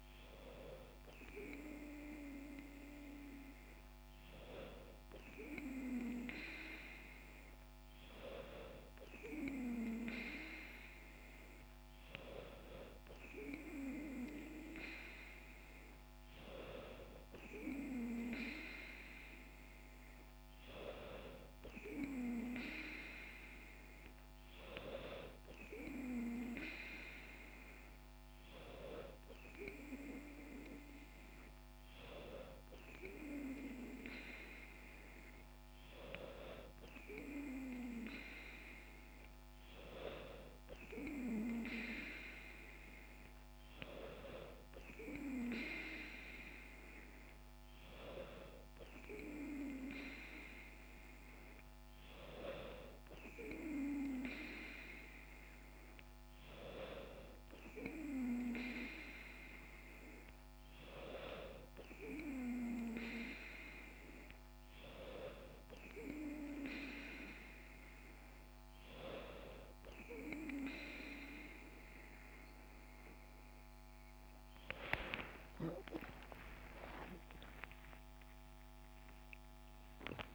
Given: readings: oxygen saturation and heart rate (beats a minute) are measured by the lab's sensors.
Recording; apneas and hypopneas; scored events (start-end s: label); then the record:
breathing in sleep by a microphone on the trachea; none
74.50-79.50 s: arousal
From the record:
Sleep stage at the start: N2 (light sleep); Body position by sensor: on the back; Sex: female